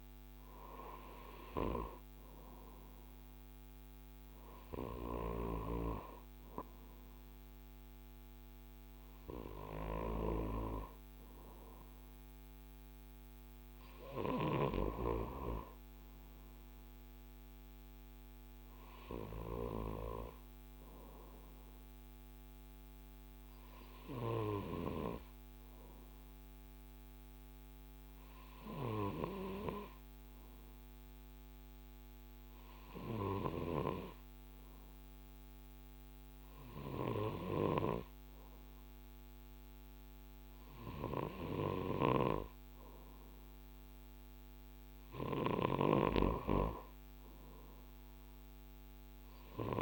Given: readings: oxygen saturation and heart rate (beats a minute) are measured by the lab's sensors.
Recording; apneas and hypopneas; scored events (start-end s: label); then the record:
breathing in sleep by a microphone on the trachea; none
none scored
From the record:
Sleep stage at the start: N2 (light sleep); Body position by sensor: on the right side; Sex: male